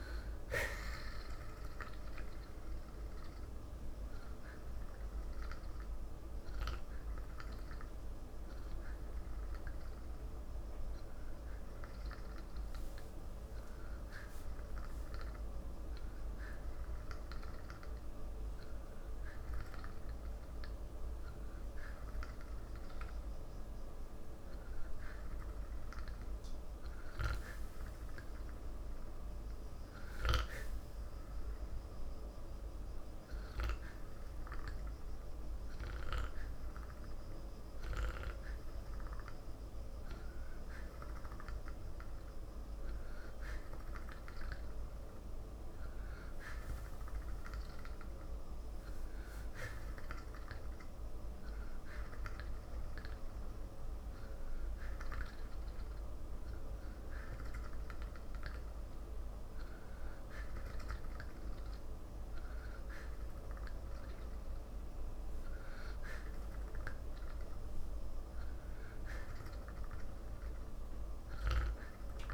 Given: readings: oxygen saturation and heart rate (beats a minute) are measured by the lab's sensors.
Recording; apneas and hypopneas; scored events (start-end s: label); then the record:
breathing in sleep by a room microphone; 1
2.50-23.50 s: hypopnea (oxygen 94% before, 91% lowest, heart rate 55 before, 54 extreme, up 2 after)
27.00-30.00 s: arousal
27.50-50.50 s: oxygen desaturation (device-marked, oxygen 95% before, 91% lowest, heart rate 55 before, 54 extreme)
From the record:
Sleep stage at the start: N2 (light sleep); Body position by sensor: on the back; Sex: male